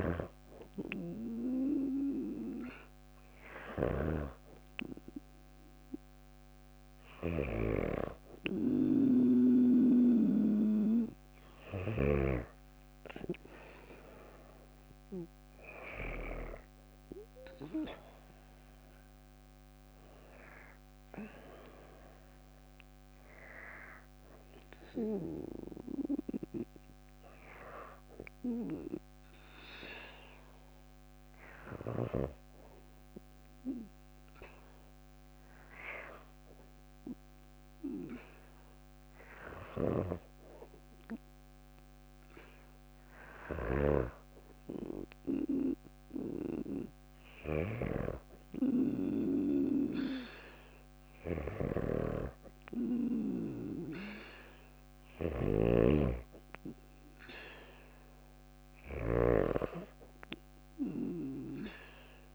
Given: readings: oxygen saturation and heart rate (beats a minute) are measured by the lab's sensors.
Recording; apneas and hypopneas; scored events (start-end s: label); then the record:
breathing in sleep by a microphone on the trachea; none
15.50-20.00 s: arousal
42.50-58.50 s: snoring (device-marked)
From the record:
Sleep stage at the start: N2 (light sleep); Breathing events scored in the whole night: 224 in 4.0 hours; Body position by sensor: on the back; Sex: female